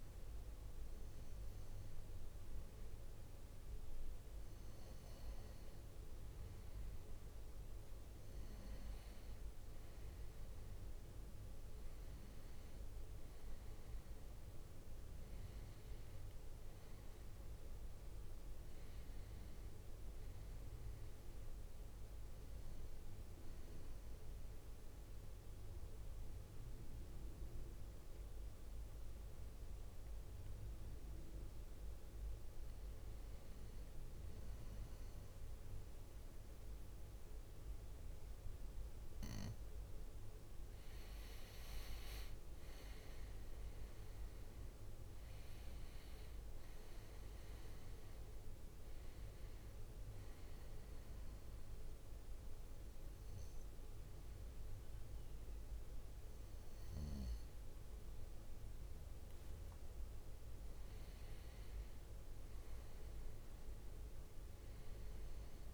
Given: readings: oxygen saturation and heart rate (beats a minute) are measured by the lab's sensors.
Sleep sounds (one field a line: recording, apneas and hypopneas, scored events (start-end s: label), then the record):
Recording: breathing in sleep, hard to hear, by a room microphone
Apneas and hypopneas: 2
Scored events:
16.50-20.00 s: arousal
23.00-33.00 s: central apnea (oxygen 97% before, 94% lowest, heart rate 67 before, 56 extreme, up 8 after)
40.00-44.50 s: arousal
50.50-61.50 s: obstructive apnea (oxygen 97% before, 94% lowest, heart rate 64 before, 57 extreme, up 6 after)
From the record:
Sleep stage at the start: N2 (light sleep)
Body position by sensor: on the right side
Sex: male